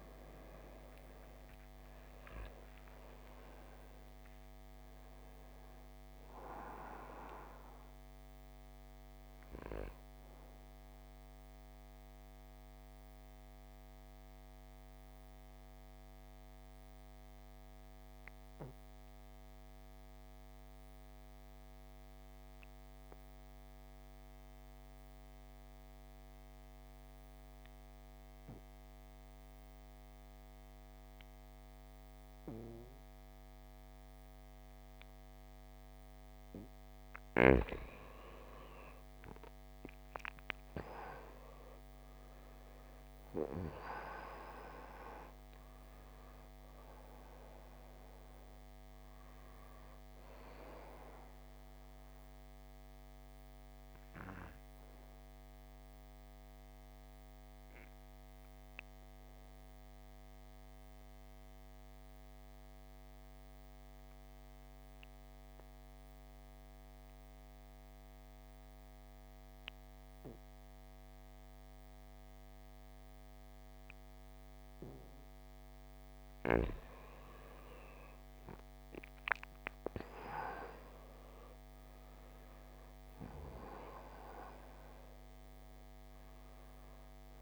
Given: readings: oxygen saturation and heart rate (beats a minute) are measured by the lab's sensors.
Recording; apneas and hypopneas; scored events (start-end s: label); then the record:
breathing in sleep by a microphone on the trachea; 2
0.00-2.00 s: arousal
2.00-23.00 s: oxygen desaturation (device-marked, oxygen 98% before, 87% lowest, heart rate 55 before, 52 extreme)
11.00-37.00 s: obstructive apnea (oxygen 98% before, 79% lowest, heart rate 61 before, 51 extreme, up 15 after)
33.00-66.00 s: oxygen desaturation (device-marked, oxygen 98% before, 79% lowest, heart rate 54 before, 51 extreme)
38.50-43.00 s: arousal
51.00-75.50 s: obstructive apnea (oxygen 98% before, 79% lowest, heart rate 64 before, 49 extreme, up 15 after)
77.00-81.50 s: arousal
82.00-87.42 s: oxygen desaturation (device-marked, oxygen 98% before, 84% lowest, heart rate 54 before, 49 extreme)
From the record:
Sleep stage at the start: N2 (light sleep); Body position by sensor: on the back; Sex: male